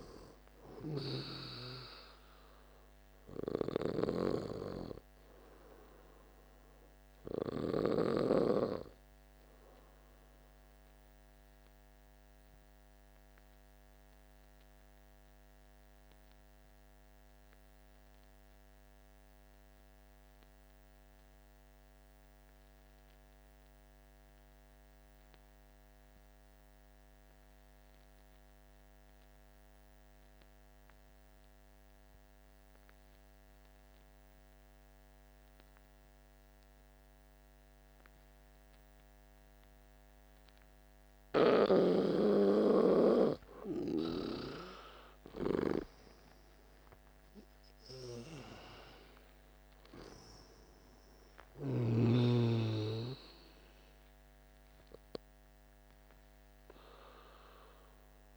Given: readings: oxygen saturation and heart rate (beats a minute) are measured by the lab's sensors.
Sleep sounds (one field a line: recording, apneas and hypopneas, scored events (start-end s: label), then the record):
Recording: breathing in sleep by a microphone on the trachea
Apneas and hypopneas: 1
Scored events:
0.00-19.00 s: oxygen desaturation (device-marked, oxygen 85% lowest, heart rate 48 extreme)
3.50-8.00 s: snoring (device-marked)
13.50-40.00 s: obstructive apnea (oxygen 96% before, 86% lowest, heart rate 55 before, 47 extreme, up 7 after)
38.00-58.37 s: oxygen desaturation (device-marked, oxygen 99% before, 86% lowest, heart rate 49 before, 47 extreme)
41.00-45.50 s: snoring (device-marked)
43.50-47.50 s: arousal
From the record:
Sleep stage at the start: N2 (light sleep)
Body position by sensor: on the back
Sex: male